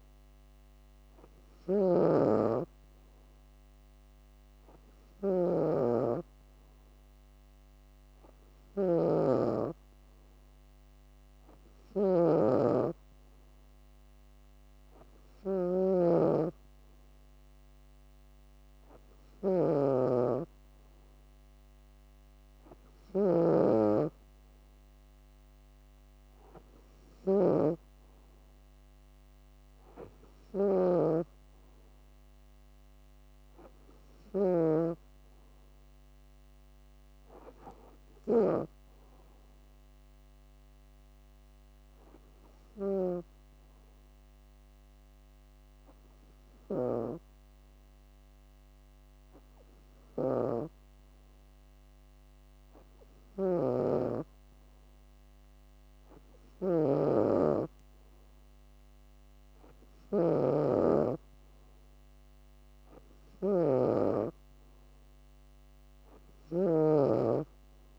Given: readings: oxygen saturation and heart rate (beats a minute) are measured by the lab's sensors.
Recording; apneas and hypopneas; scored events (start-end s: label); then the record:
breathing in sleep by a microphone on the trachea; none
0.00-34.50 s: snoring (device-marked)
33.50-67.98 s: new sleep stage, N2 (light sleep)
36.50-40.50 s: arousal
56.00-67.98 s: snoring (device-marked)
From the record:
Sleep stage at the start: N3 (deep sleep); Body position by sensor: on the back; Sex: female